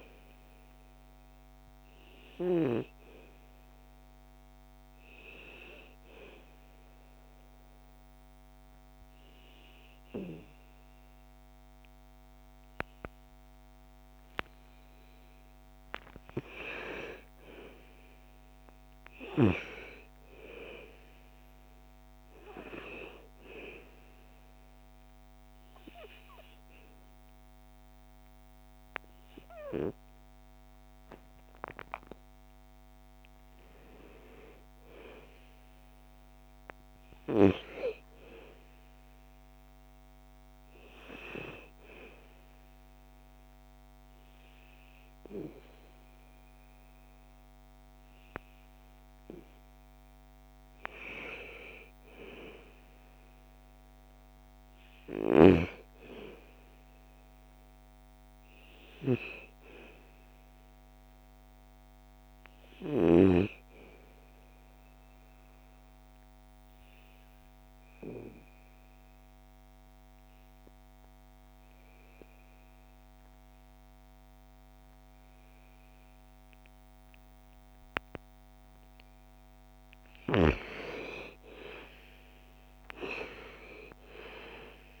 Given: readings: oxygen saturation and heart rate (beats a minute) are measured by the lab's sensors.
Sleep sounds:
breathing in sleep by a microphone on the trachea; 3
0.00-2.00 s: arousal
5.50-15.50 s: obstructive apnea (oxygen 97% before, 90% lowest, heart rate 60 before, 58 extreme, up 7 after)
13.00-43.00 s: new sleep stage, N1 (lightest sleep)
16.00-19.50 s: arousal
23.00-33.00 s: obstructive apnea (oxygen 97% before, 85% lowest, heart rate 60 before, 57 extreme, up 4 after)
23.00-34.00 s: oxygen desaturation (device-marked, oxygen 96% before, 90% lowest, heart rate 60 before, 57 extreme)
34.50-38.00 s: arousal
43.00-85.00 s: new sleep stage, N2 (light sleep)
60.00-67.00 s: oxygen desaturation (device-marked, oxygen 96% before, 93% lowest, heart rate 59 before, 56 extreme)
65.00-78.00 s: obstructive apnea (oxygen 96% before, 85% lowest, heart rate 59 before, 55 extreme, up 10 after)
79.00-85.00 s: oxygen desaturation (device-marked, oxygen 96% before, 85% lowest, heart rate 59 before, 55 extreme)
80.00-84.50 s: arousal
From the record:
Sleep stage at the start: REM sleep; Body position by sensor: on the back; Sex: female

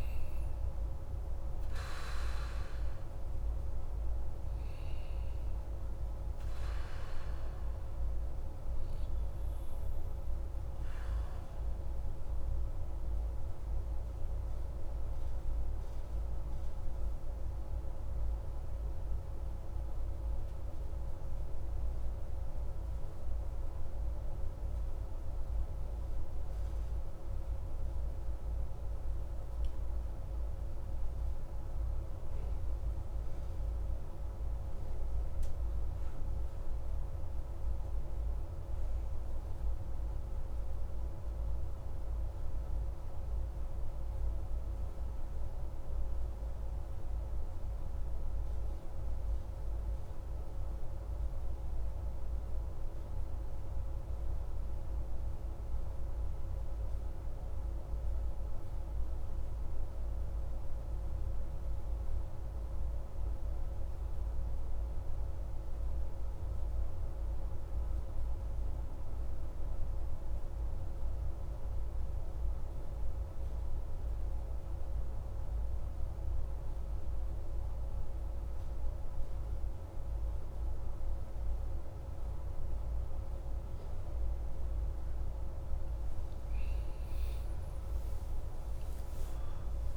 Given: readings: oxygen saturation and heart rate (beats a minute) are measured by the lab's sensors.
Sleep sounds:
breathing in sleep, hard to hear, by a room microphone; 1
0.00-18.50 s: oxygen desaturation (device-marked, oxygen 88% lowest)
11.50-85.50 s: mixed apnea (oxygen 94% before, 88% lowest)
83.50-89.97 s: new sleep stage, N1 (lightest sleep)
86.50-89.97 s: arousal
From the record:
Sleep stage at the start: REM sleep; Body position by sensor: on the back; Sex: male

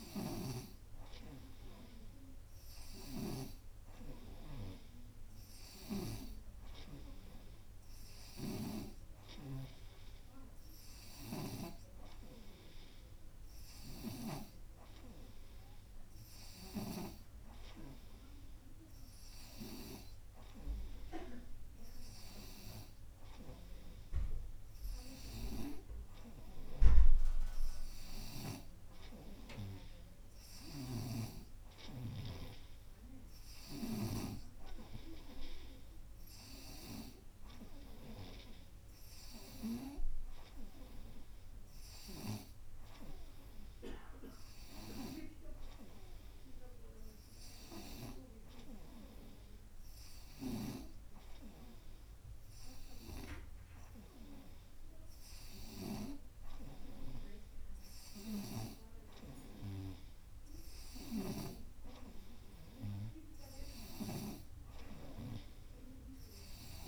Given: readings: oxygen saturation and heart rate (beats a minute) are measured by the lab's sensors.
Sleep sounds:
breathing in sleep by a room microphone; none
0.00-9.00 s: snoring (device-marked)
11.00-14.50 s: snoring (device-marked)
61.00-64.50 s: snoring (device-marked)
From the record:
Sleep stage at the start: N2 (light sleep); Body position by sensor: on the right side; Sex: female

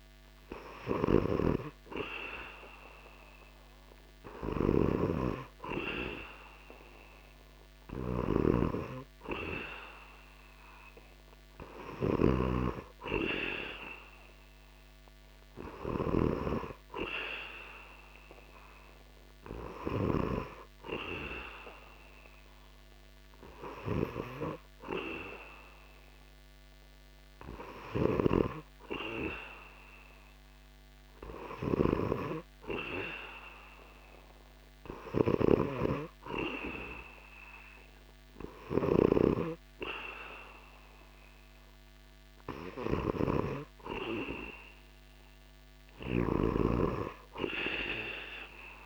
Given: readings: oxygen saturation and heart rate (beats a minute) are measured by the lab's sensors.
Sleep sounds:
breathing in sleep by a microphone on the trachea; none
0.00-11.50 s: snoring (device-marked)
45.00-48.86 s: snoring (device-marked)
From the record:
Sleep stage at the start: N2 (light sleep); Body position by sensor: on the back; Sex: male

